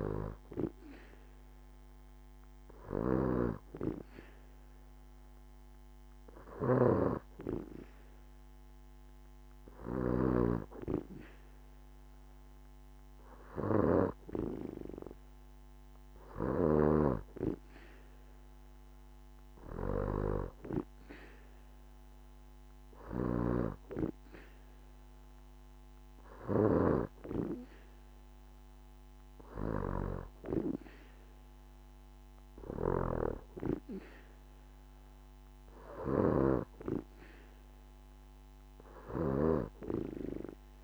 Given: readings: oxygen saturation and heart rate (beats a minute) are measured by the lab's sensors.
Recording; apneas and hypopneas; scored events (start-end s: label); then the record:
breathing in sleep by a microphone on the trachea; none
none scored
From the record:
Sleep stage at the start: N2 (light sleep); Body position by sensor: on the back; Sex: female